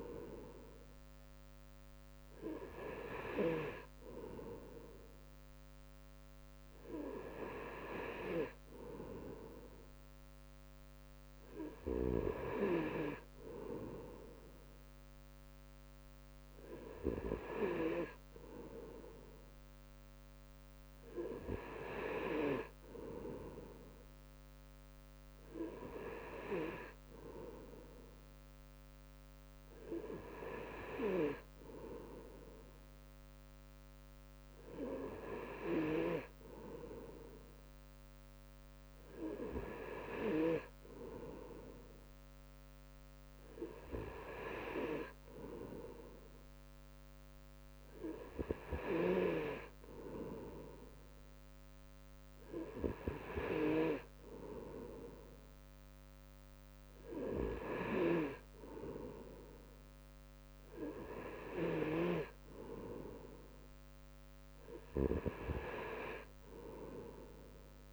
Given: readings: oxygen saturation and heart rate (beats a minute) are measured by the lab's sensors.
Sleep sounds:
breathing in sleep by a microphone on the trachea; none
none scored
From the record:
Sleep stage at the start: N3 (deep sleep); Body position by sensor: on the right side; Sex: male

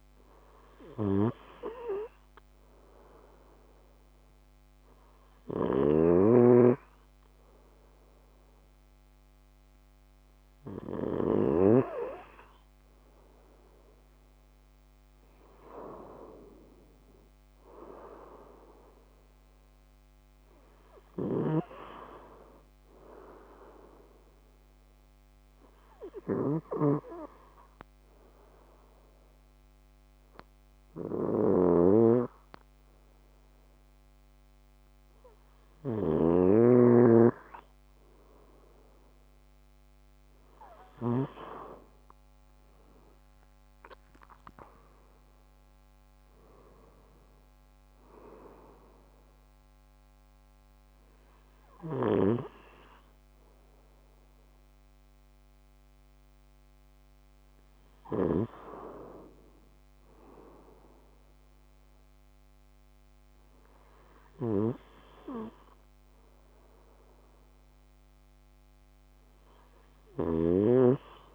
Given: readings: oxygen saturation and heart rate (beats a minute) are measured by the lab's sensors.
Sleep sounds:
breathing in sleep by a microphone on the trachea; 1
4.50-11.00 s: snoring (device-marked)
16.00-19.50 s: arousal
20.50-40.50 s: snoring (device-marked)
25.00-36.50 s: hypopnea (oxygen 94% before, 94% lowest)
56.00-71.35 s: new sleep stage, awake
69.00-71.35 s: snoring (device-marked)
From the record:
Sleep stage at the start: N2 (light sleep); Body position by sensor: on the left side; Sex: male

